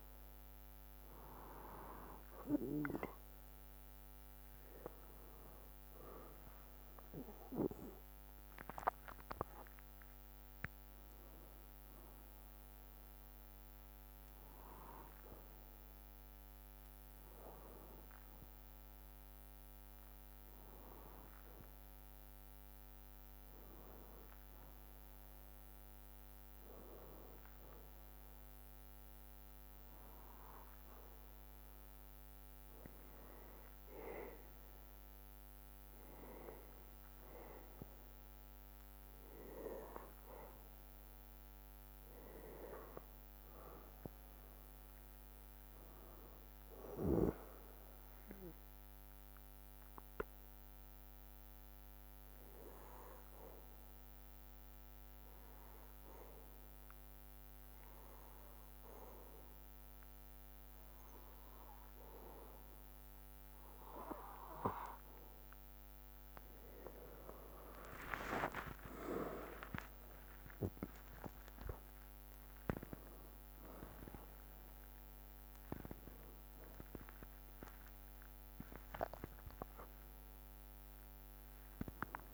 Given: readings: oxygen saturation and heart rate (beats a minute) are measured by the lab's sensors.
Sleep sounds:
breathing in sleep by a microphone on the trachea; 2
0.00-6.50 s: bradycardia (device-marked, heart rate 54 extreme)
11.50-64.50 s: bradycardia (device-marked, heart rate 68 before, 54 extreme)
32.00-42.00 s: obstructive apnea (oxygen 95% before, 94% lowest, heart rate 57 before, 55 extreme, up 3 after)
43.50-46.50 s: arousal
48.50-66.00 s: obstructive apnea (oxygen 96% before, 94% lowest, heart rate 57 before, 55 extreme, up 13 after)
67.50-81.50 s: drop in pulse transit time (device-marked, heart rate 57 before, 58 extreme)
68.00-70.00 s: long interval between heartbeats (device-marked, heart rate 57 before, 66 extreme)
68.00-74.00 s: arousal
71.50-73.50 s: bradycardia (device-marked, heart rate 65 before, 67 extreme)
From the record:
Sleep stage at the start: N2 (light sleep); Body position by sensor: on the back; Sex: male

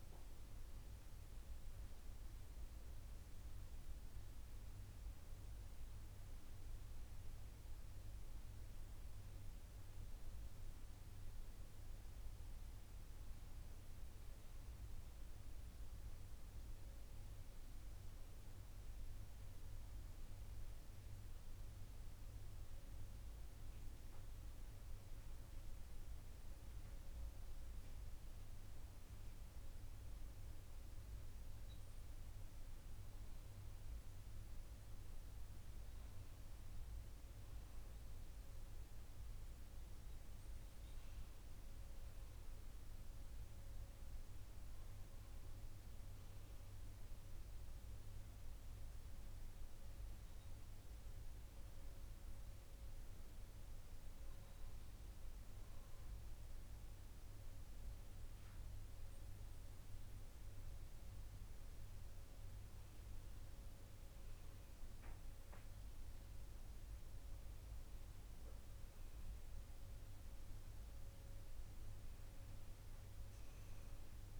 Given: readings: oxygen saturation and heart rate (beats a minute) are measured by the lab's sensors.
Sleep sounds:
breathing in sleep, hard to hear, by a room microphone; none
none scored
From the record:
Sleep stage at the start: N2 (light sleep); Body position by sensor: on the right side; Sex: male

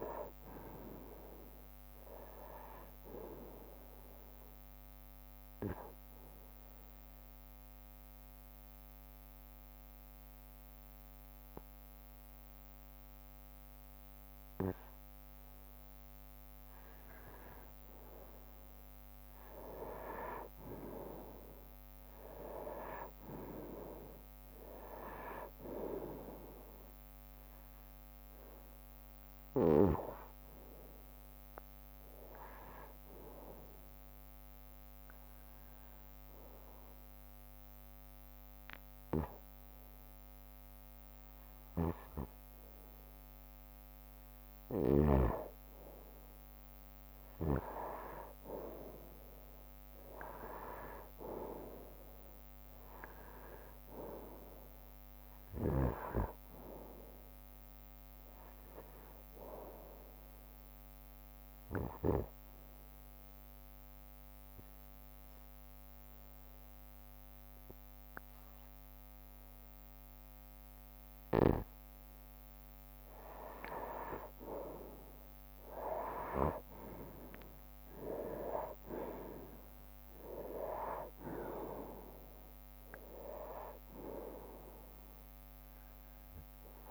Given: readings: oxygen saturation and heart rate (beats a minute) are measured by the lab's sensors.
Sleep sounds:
breathing in sleep by a microphone on the trachea; 3
0.00-20.00 s: oxygen desaturation (device-marked, oxygen 95% before, 90% lowest, heart rate 63 before, 55 extreme)
6.50-17.50 s: obstructive apnea (oxygen 97% before, 90% lowest, heart rate 63 before, 56 extreme, up 2 after)
20.00-25.00 s: arousal
23.00-25.00 s: bradycardia (device-marked, heart rate 71 before, 62 extreme)
33.00-44.00 s: oxygen desaturation (device-marked, oxygen 96% before, 91% lowest, heart rate 62 before, 55 extreme)
34.50-45.00 s: hypopnea (oxygen 96% before, 89% lowest, heart rate 62 before, 55 extreme, up 9 after)
37.00-44.00 s: bradycardia (device-marked, heart rate 71 before, 55 extreme)
47.50-52.00 s: arousal
51.00-60.00 s: drop in pulse transit time (device-marked, heart rate 61 before, 64 extreme)
57.00-71.00 s: oxygen desaturation (device-marked, oxygen 95% before, 91% lowest, heart rate 61 before, 61 extreme)
62.00-73.00 s: obstructive apnea (oxygen 95% before, 89% lowest, heart rate 63 before, 61 extreme, up 6 after)
74.00-86.91 s: drop in pulse transit time (device-marked, heart rate 64 before, 63 extreme)
75.00-80.00 s: arousal
From the record:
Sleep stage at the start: N2 (light sleep); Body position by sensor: on the right side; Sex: male

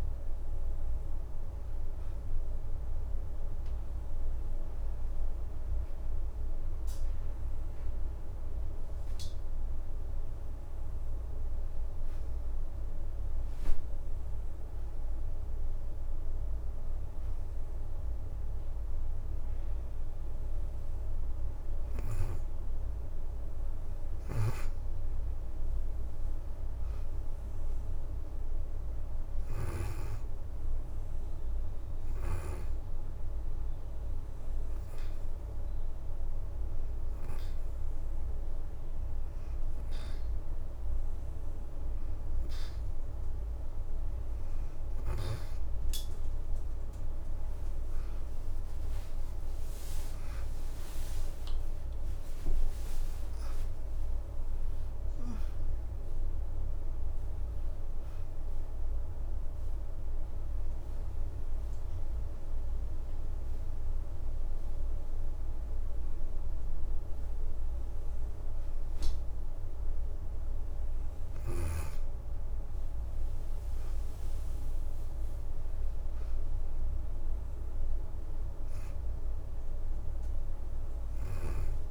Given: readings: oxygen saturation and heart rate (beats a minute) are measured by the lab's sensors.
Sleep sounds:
breathing in sleep, hard to hear, by a room microphone; 1
0.00-6.50 s: oxygen desaturation (device-marked, oxygen 86% lowest, heart rate 80 extreme)
3.50-7.50 s: leg movement (device-marked)
19.50-28.50 s: oxygen desaturation (device-marked, oxygen 94% before, 90% lowest, heart rate 83 before, 79 extreme)
30.50-39.50 s: oxygen desaturation (device-marked, oxygen 92% before, 89% lowest, heart rate 81 before, 79 extreme)
32.00-43.50 s: hypopnea (oxygen 94% before, 88% lowest, heart rate 81 before, 79 extreme, up 38 after)
45.50-67.50 s: oxygen desaturation (device-marked, oxygen 92% before, 88% lowest, heart rate 81 before, 79 extreme)
46.00-51.50 s: arousal
72.50-76.50 s: arousal
74.50-76.00 s: leg movement (device-marked)
76.50-81.91 s: oxygen desaturation (device-marked, oxygen 93% before, 90% lowest, heart rate 84 before, 82 extreme)
From the record:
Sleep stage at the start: N2 (light sleep); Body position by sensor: on the back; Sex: female

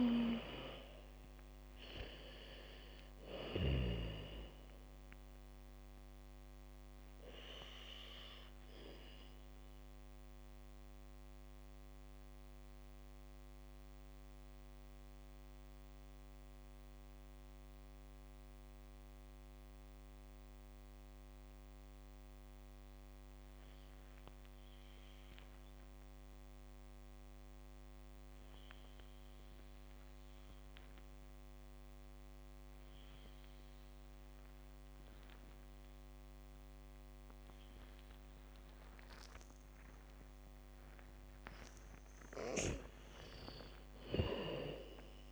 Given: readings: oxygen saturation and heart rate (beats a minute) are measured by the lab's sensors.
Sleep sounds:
breathing in sleep by a microphone on the trachea; 1
0.00-1.00 s: arousal
0.00-2.00 s: bradycardia (device-marked, heart rate 45 extreme)
0.00-23.00 s: oxygen desaturation (device-marked, oxygen 80% lowest, heart rate 45 extreme)
9.00-41.00 s: mixed apnea (oxygen 98% before, 77% lowest, heart rate 63 before, 43 extreme)
33.00-45.32 s: oxygen desaturation (device-marked, oxygen 99% before, 77% lowest, heart rate 75 before, 43 extreme)
38.00-45.32 s: bradycardia (device-marked, heart rate 69 before, 45 extreme)
42.00-45.32 s: arousal
From the record:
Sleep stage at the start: N2 (light sleep); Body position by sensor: on the back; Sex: female

